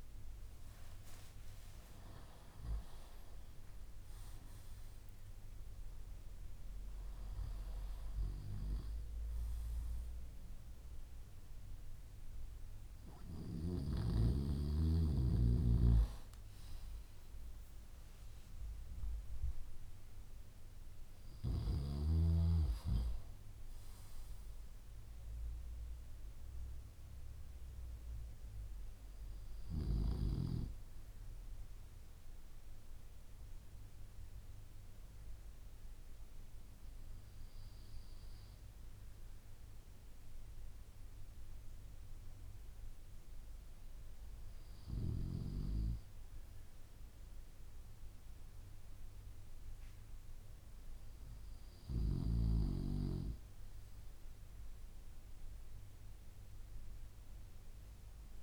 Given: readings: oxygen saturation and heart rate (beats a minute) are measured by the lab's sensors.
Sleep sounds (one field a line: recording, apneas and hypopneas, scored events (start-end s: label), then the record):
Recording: breathing in sleep by a room microphone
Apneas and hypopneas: none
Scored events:
1.00-5.00 s: arousal
From the record:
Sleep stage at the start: N2 (light sleep)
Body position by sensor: on the back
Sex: male